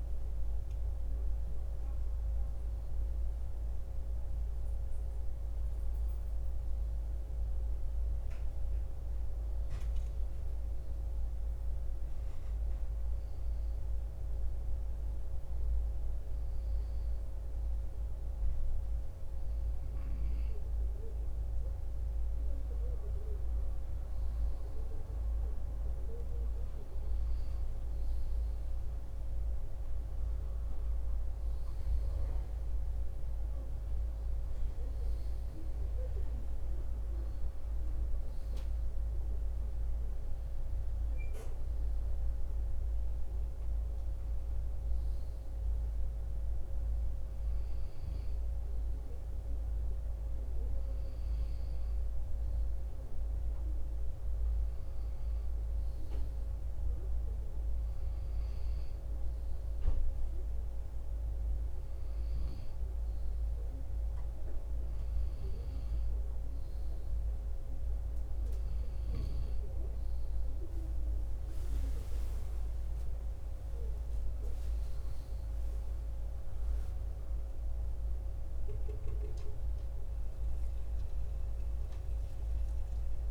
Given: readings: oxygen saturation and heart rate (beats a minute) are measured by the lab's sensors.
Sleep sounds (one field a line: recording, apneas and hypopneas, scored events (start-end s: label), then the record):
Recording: breathing in sleep, hard to hear, by a room microphone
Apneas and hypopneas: 1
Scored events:
0.00-6.50 s: oxygen desaturation (device-marked, oxygen 91% lowest)
12.50-23.00 s: hypopnea (oxygen 98% before, 91% lowest, heart rate 37 before, 34 extreme, up 6 after)
24.50-29.00 s: arousal
31.50-45.50 s: oxygen desaturation (device-marked, oxygen 95% before, 91% lowest)
75.50-83.31 s: new sleep stage, awake
From the record:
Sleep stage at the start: N2 (light sleep)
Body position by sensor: on the back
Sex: male